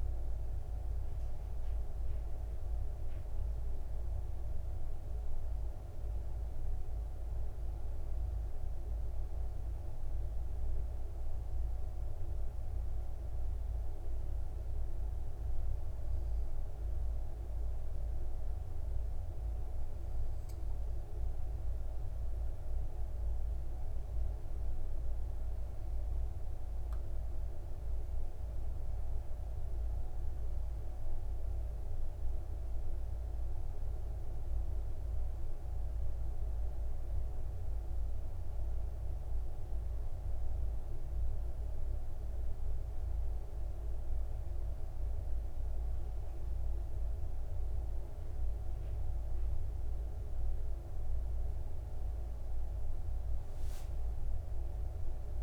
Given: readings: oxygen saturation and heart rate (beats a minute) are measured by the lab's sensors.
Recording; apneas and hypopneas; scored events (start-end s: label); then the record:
breathing in sleep, hard to hear, by a room microphone; 1
13.50-25.00 s: obstructive apnea (oxygen 97% before, 94% lowest, heart rate 59 before, 56 extreme, up 3 after)
27.00-30.50 s: arousal
30.50-49.50 s: oxygen desaturation (device-marked, oxygen 98% before, 94% lowest, heart rate 58 before, 57 extreme)
From the record:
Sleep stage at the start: N2 (light sleep); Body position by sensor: on the back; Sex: male